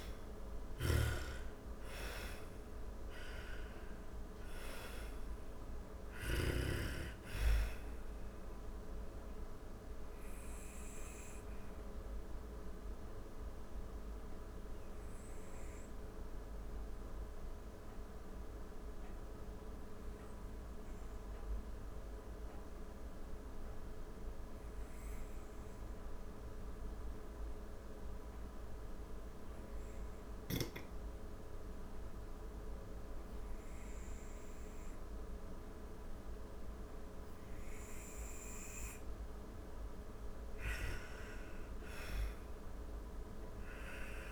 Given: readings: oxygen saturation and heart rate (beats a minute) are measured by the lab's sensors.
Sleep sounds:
breathing in sleep by a room microphone; 1
0.00-2.50 s: arousal
0.00-23.00 s: oxygen desaturation (device-marked, oxygen 79% lowest)
7.50-36.50 s: obstructive apnea (oxygen 99% before, 79% lowest)
40.50-44.32 s: arousal
From the record:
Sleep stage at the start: N2 (light sleep); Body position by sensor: on the back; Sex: female

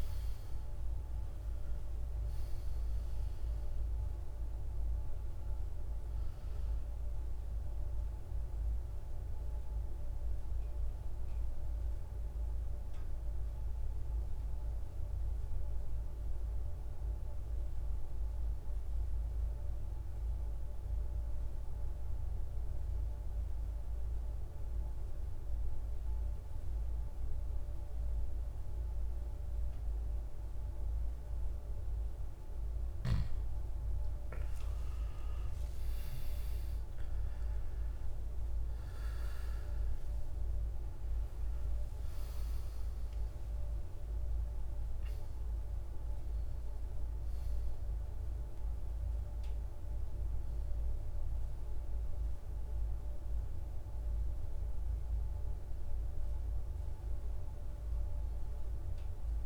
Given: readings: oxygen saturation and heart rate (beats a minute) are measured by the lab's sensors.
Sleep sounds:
breathing in sleep, hard to hear, by a room microphone; 1
0.00-2.50 s: arousal
0.00-18.50 s: oxygen desaturation (device-marked, oxygen 86% lowest, heart rate 55 extreme)
14.00-32.00 s: mixed apnea (oxygen 99% before, 86% lowest, heart rate 63 before, 55 extreme, up 13 after)
33.50-59.45 s: oxygen desaturation (device-marked, oxygen 99% before, 86% lowest, heart rate 57 before, 53 extreme)
34.50-41.00 s: arousal
From the record:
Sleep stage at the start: N2 (light sleep); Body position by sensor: on the back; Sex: male

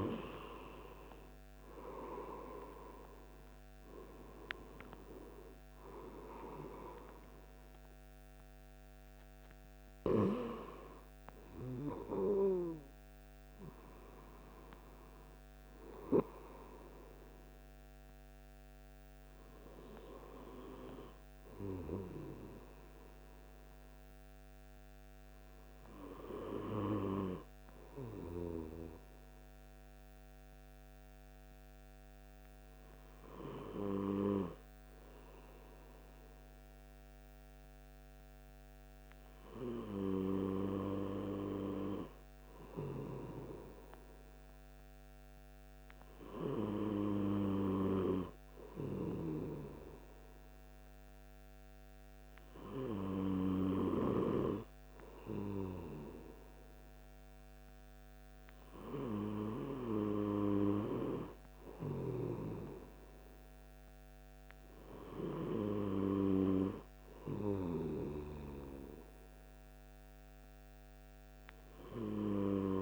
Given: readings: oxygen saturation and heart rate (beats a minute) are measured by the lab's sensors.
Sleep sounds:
breathing in sleep by a microphone on the trachea; none
none scored
From the record:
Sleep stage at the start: N2 (light sleep); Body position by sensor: on the right side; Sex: male

